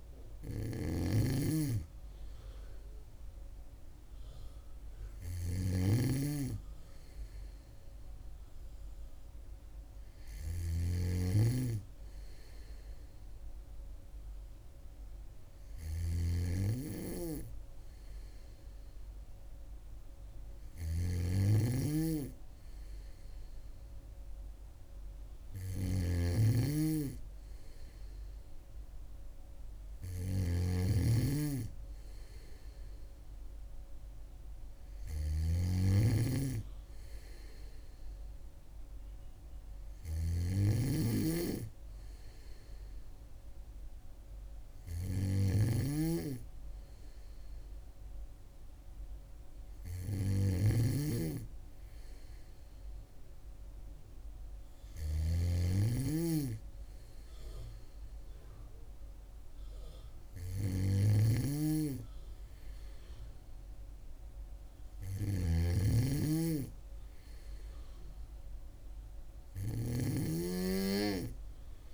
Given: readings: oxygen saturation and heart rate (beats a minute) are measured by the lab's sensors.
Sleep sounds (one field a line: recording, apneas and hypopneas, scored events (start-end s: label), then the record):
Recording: breathing in sleep by a room microphone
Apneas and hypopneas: none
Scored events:
0.00-71.94 s: snoring (device-marked)
From the record:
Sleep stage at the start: N2 (light sleep)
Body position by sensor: on the back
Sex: female